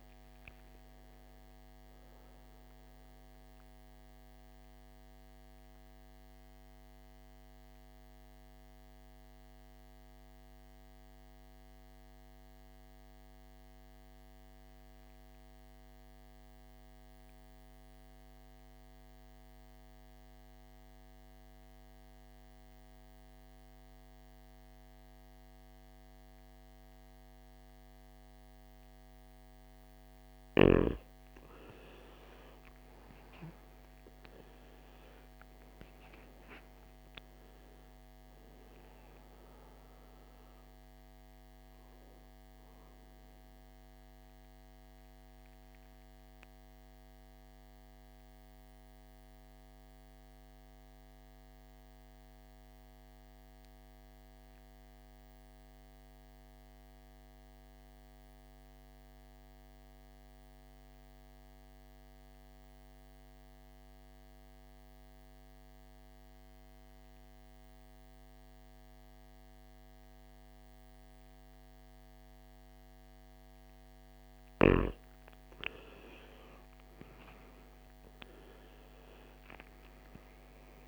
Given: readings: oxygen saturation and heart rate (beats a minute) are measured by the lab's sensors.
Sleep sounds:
breathing in sleep, hard to hear, by a microphone on the trachea; 2
0.00-14.50 s: oxygen desaturation (device-marked, oxygen 85% lowest, heart rate 52 extreme)
5.00-30.00 s: mixed apnea (oxygen 100% before, 83% lowest, heart rate 65 before, 52 extreme, up 19 after)
31.00-34.50 s: arousal
31.50-56.50 s: oxygen desaturation (device-marked, oxygen 98% before, 83% lowest, heart rate 55 before, 54 extreme)
45.50-74.00 s: mixed apnea (oxygen 98% before, 82% lowest, heart rate 65 before, 51 extreme, up 22 after)
70.50-80.88 s: oxygen desaturation (device-marked, oxygen 99% before, 82% lowest, heart rate 55 before, 51 extreme)
76.00-80.50 s: arousal
From the record:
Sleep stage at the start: N2 (light sleep); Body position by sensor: on the back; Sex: male

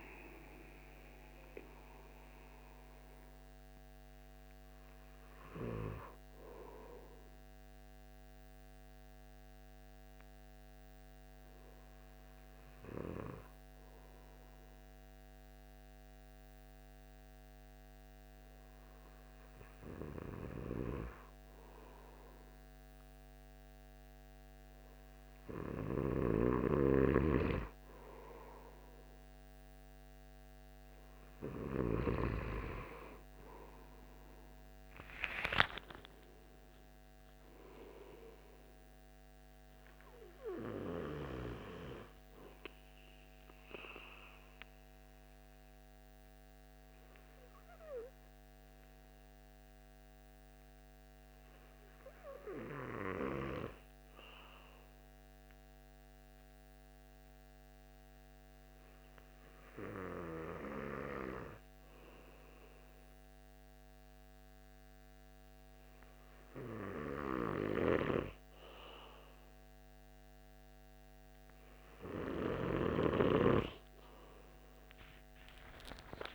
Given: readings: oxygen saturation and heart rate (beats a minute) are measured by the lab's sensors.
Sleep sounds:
breathing in sleep by a microphone on the trachea; 2
5.00-23.50 s: hypopnea (oxygen 97% before, 94% lowest, heart rate 80 before, 66 extreme, up 10 after)
35.50-40.00 s: arousal
44.50-71.50 s: hypopnea (oxygen 97% before, 93% lowest, heart rate 86 before, 68 extreme, up 28 after)
75.00-76.34 s: arousal
From the record:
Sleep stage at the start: N2 (light sleep); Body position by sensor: on the back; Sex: male

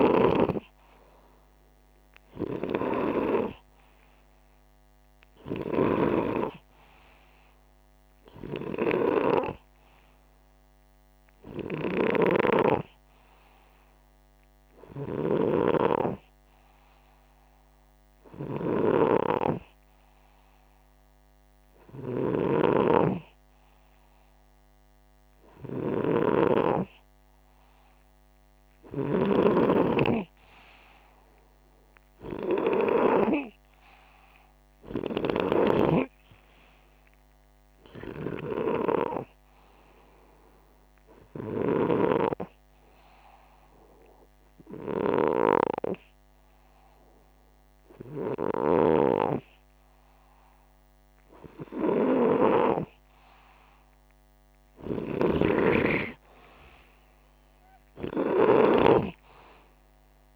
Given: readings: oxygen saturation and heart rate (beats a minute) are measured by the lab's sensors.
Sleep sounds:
breathing in sleep by a microphone on the trachea; 1
11.50-15.00 s: snoring (device-marked)
28.50-32.00 s: arousal
39.00-50.50 s: obstructive apnea (oxygen 96% before, 91% lowest, heart rate 69 before, 65 extreme, up 23 after)
54.00-58.50 s: arousal
54.50-58.50 s: snoring (device-marked)
From the record:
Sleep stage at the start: N2 (light sleep); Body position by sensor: upright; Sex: male

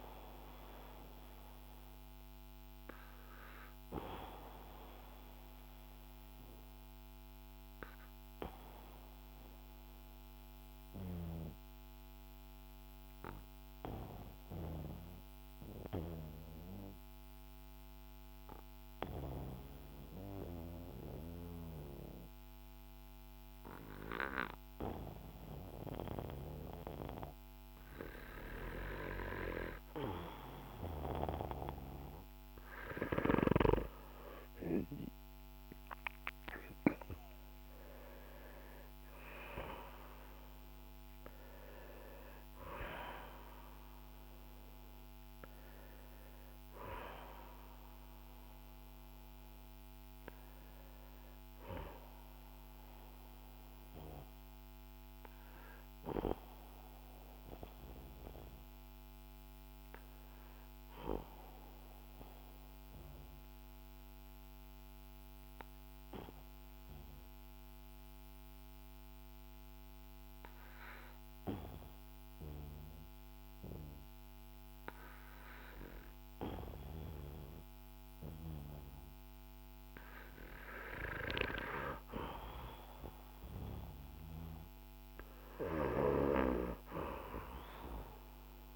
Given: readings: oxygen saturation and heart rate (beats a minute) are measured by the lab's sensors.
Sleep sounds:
breathing in sleep by a microphone on the trachea; 2
0.00-20.50 s: oxygen desaturation (device-marked, oxygen 89% lowest, heart rate 48 extreme)
2.00-33.00 s: obstructive apnea (oxygen 97% before, 89% lowest, heart rate 57 before, 48 extreme, up 8 after)
34.00-38.00 s: arousal
34.50-70.50 s: oxygen desaturation (device-marked, oxygen 97% before, 89% lowest, heart rate 54 before, 39 extreme)
53.50-81.50 s: obstructive apnea (oxygen 97% before, 89% lowest, heart rate 58 before, 39 extreme, up 5 after)
83.50-87.50 s: arousal
From the record:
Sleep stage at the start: N2 (light sleep); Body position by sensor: on the back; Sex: male

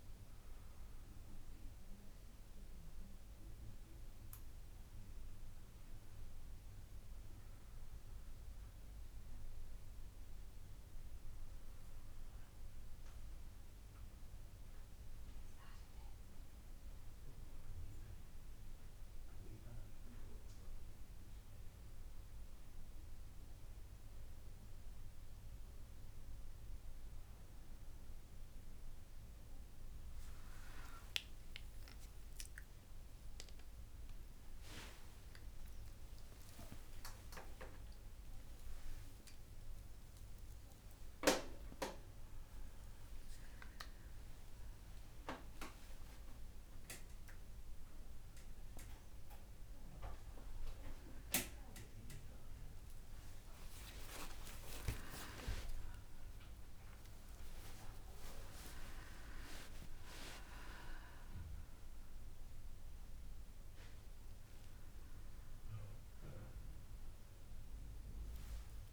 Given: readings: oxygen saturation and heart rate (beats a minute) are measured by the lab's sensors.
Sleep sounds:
a person partly awake in a sleep study, by a room microphone; none
35.50-68.93 s: new sleep stage, awake
37.50-39.50 s: long interval between heartbeats (device-marked, heart rate 63 before, 69 extreme)
58.50-60.50 s: long interval between heartbeats (device-marked, heart rate 69 before, 83 extreme)
From the record:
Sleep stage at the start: N1 (lightest sleep); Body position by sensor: on the back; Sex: female

